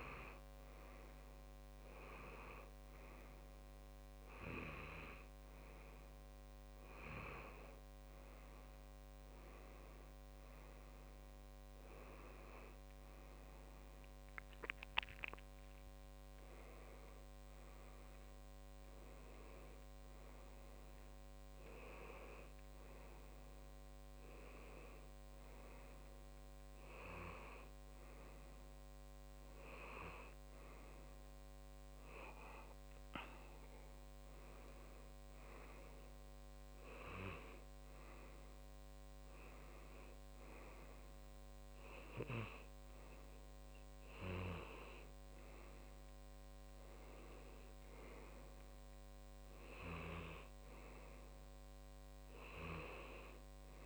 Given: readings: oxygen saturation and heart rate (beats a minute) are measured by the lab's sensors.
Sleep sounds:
breathing in sleep by a microphone on the trachea; none
0.00-6.00 s: tachycardia (device-marked, heart rate 166 extreme)
3.50-5.50 s: long interval between heartbeats (device-marked, heart rate 127 before, 139 extreme)
6.00-8.00 s: long interval between heartbeats (device-marked, heart rate 141 before, 108 extreme)
10.00-12.00 s: long interval between heartbeats (device-marked, heart rate 137 before, 75 extreme)
17.00-21.00 s: arousal
From the record:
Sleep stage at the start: N2 (light sleep); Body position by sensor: on the left side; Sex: male

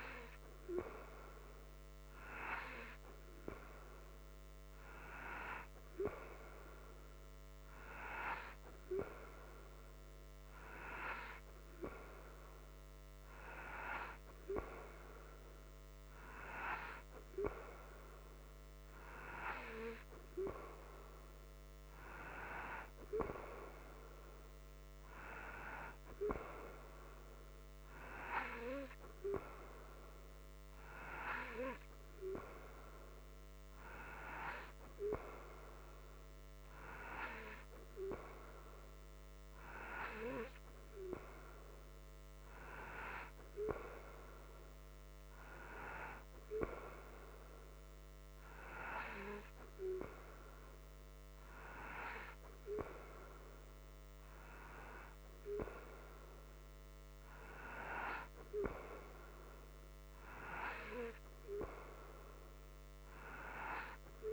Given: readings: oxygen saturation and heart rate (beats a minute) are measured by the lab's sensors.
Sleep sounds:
breathing in sleep by a microphone on the trachea; none
none scored
From the record:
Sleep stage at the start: N2 (light sleep); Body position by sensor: upright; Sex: male

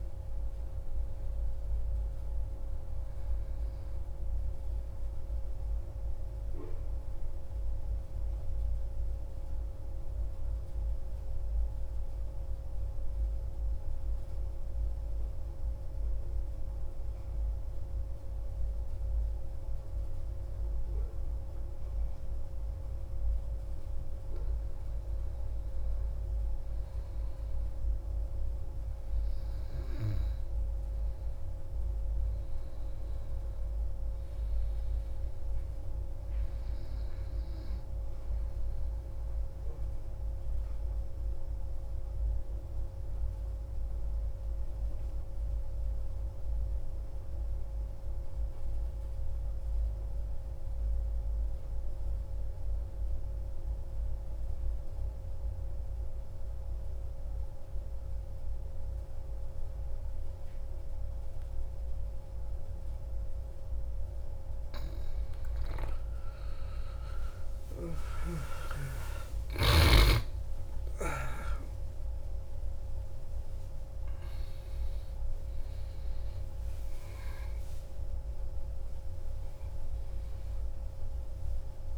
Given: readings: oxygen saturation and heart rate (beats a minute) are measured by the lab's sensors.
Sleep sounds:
breathing in sleep, hard to hear, by a room microphone; 2
5.50-23.50 s: mixed apnea (oxygen 94% before, 91% lowest, heart rate 65 before, 63 extreme, up 1 after)
25.50-30.50 s: arousal
39.50-63.50 s: obstructive apnea (oxygen 96% before, 91% lowest, heart rate 65 before, 63 extreme, up 55 after)
63.50-81.98 s: oxygen desaturation (device-marked, oxygen 95% before, 91% lowest)
76.50-81.98 s: new sleep stage, awake
From the record:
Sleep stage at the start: N2 (light sleep); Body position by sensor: on the back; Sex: male

